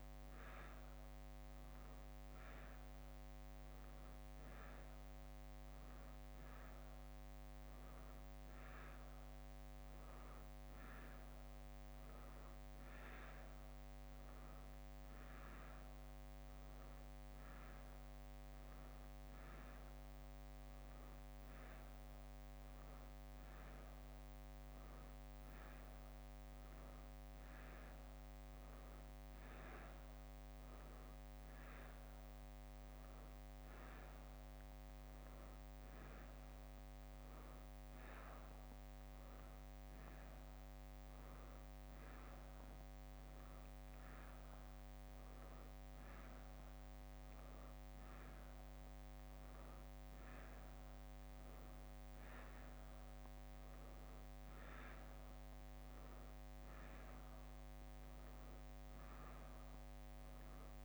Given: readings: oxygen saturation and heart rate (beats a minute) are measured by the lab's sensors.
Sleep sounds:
a person awake in a sleep study, hard to hear, by a microphone on the trachea; none
42.50-58.50 s: drop in pulse transit time (device-marked, heart rate 62 before, 63 extreme)
From the record:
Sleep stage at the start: awake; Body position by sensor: on the back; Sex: female

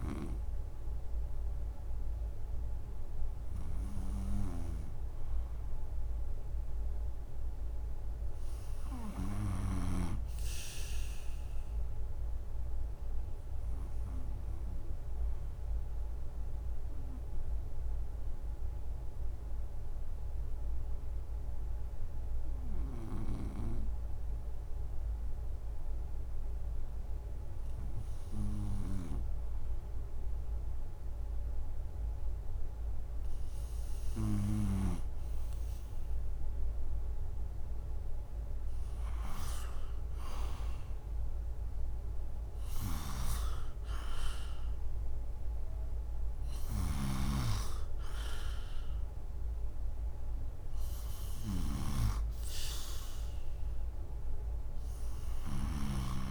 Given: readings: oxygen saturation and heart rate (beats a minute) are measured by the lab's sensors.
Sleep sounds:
breathing in sleep by a room microphone; 1
0.00-10.00 s: snoring (device-marked)
10.00-13.00 s: arousal
10.00-27.00 s: oxygen desaturation (device-marked, oxygen 94% before, 90% lowest, heart rate 66 before, 64 extreme)
17.00-29.00 s: mixed apnea (oxygen 95% before, 86% lowest, heart rate 67 before, 64 extreme, up 6 after)
17.00-30.00 s: drop in pulse transit time (device-marked, heart rate 67 before, 64 extreme)
30.00-33.50 s: arousal
42.50-55.50 s: snoring (device-marked)
44.50-48.00 s: arousal
51.00-56.31 s: oxygen desaturation (device-marked, oxygen 92% before, 86% lowest, heart rate 72 before, 67 extreme)
From the record:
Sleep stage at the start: N2 (light sleep); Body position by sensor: on the right side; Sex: male

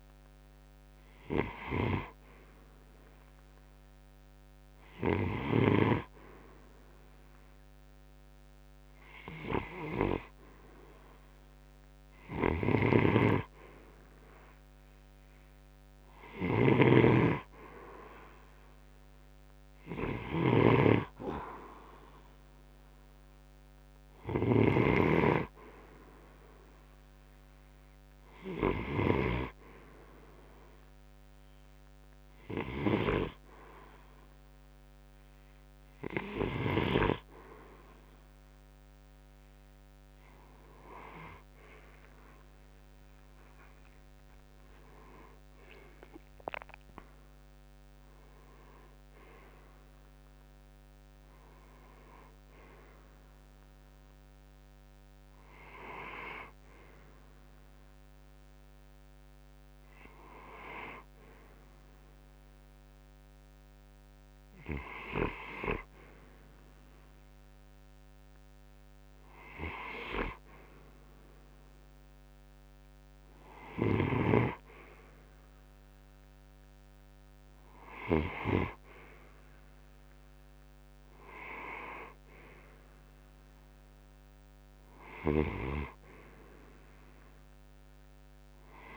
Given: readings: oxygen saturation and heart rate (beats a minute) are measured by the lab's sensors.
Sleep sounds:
breathing in sleep by a microphone on the trachea; none
11.50-32.50 s: snoring (device-marked)
42.00-45.50 s: arousal
From the record:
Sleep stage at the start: N2 (light sleep); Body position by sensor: on the right side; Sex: male

